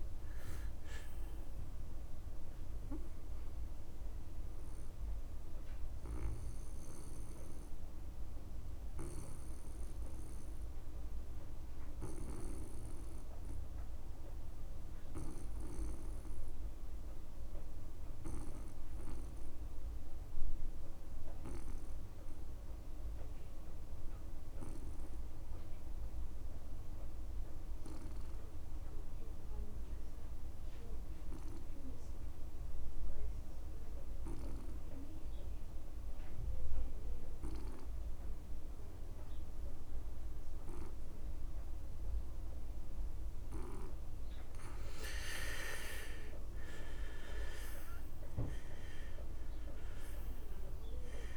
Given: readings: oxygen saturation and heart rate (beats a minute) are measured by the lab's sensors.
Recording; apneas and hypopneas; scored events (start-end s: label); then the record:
breathing in sleep by a room microphone; 1
0.00-20.00 s: oxygen desaturation (device-marked, oxygen 86% lowest)
4.00-43.50 s: obstructive apnea (oxygen 98% before, 78% lowest)
32.00-51.37 s: oxygen desaturation (device-marked, oxygen 99% before, 78% lowest)
46.50-50.50 s: arousal
From the record:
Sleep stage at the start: N2 (light sleep); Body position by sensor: on the back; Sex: male